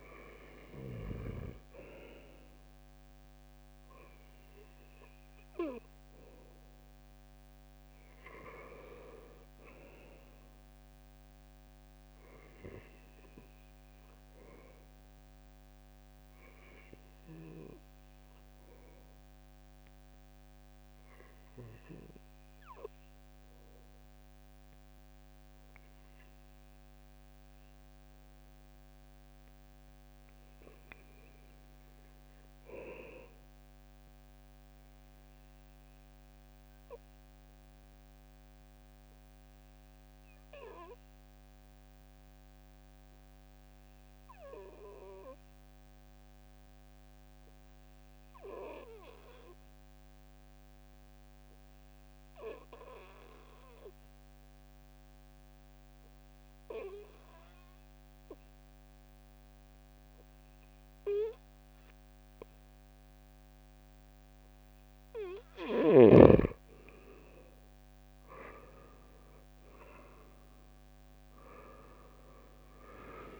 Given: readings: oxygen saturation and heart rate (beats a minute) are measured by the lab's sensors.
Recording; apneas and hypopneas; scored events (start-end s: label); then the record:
breathing in sleep by a microphone on the trachea; 1
0.00-1.50 s: arousal
29.50-32.00 s: arousal
35.00-64.50 s: obstructive apnea (oxygen 97% before, 91% lowest, heart rate 63 before, 62 extreme, up 7 after)
64.50-73.40 s: oxygen desaturation (device-marked, oxygen 96% before, 93% lowest, heart rate 69 before, 61 extreme)
66.50-70.50 s: arousal
From the record:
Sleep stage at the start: N2 (light sleep); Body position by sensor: on the right side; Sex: male